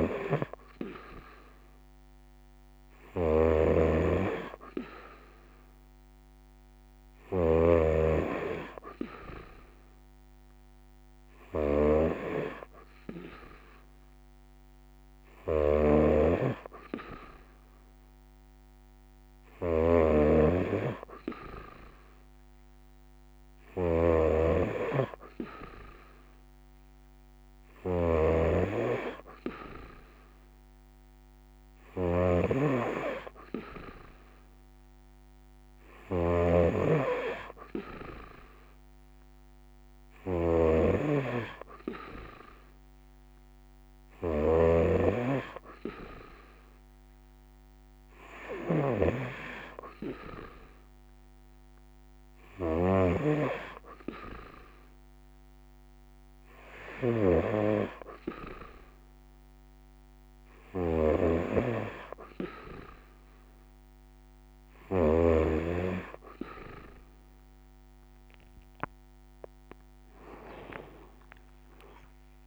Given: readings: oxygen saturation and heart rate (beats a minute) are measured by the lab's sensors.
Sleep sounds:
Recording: breathing in sleep by a microphone on the trachea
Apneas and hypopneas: none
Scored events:
0.00-64.50 s: snoring (device-marked)
65.50-72.47 s: new sleep stage, awake
From the record:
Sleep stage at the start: N3 (deep sleep)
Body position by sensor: on the right side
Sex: female

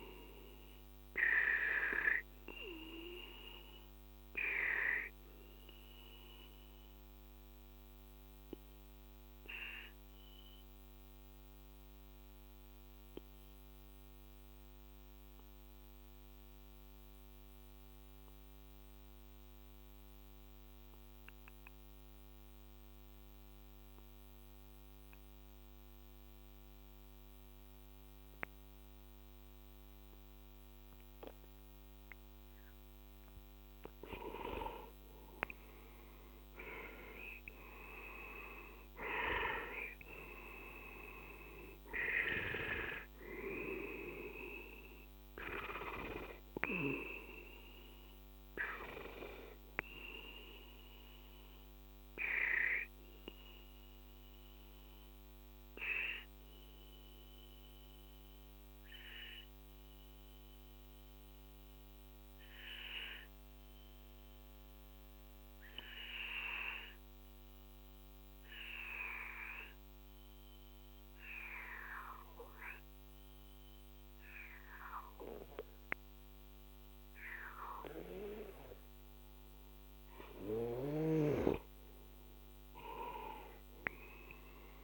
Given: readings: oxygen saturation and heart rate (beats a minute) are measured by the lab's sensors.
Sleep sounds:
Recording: breathing in sleep by a microphone on the trachea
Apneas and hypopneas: 2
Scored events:
0.00-16.00 s: oxygen desaturation (device-marked, oxygen 91% lowest, heart rate 41 extreme)
1.50-33.50 s: obstructive apnea (oxygen 98% before, 90% lowest, heart rate 54 before, 41 extreme, up 13 after)
32.00-63.00 s: oxygen desaturation (device-marked, oxygen 97% before, 90% lowest, heart rate 44 before, 40 extreme)
35.50-40.00 s: arousal
47.00-80.50 s: obstructive apnea (oxygen 98% before, 90% lowest, heart rate 52 before, 38 extreme, up 9 after)
79.00-84.84 s: oxygen desaturation (device-marked, oxygen 97% before, 91% lowest, heart rate 46 before, 38 extreme)
82.00-84.84 s: arousal
From the record:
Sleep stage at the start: N2 (light sleep)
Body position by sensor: on the left side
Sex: male

